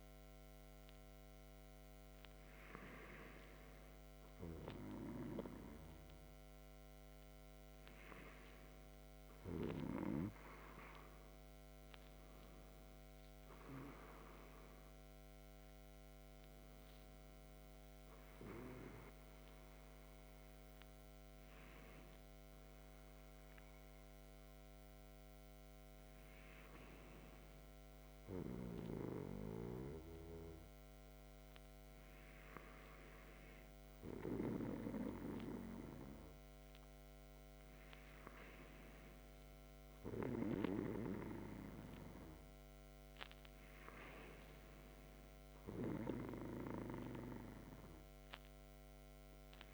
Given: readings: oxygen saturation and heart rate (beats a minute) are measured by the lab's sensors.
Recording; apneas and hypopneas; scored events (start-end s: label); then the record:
breathing in sleep by a microphone on the trachea; none
none scored
From the record:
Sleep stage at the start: N2 (light sleep); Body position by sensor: on the back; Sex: male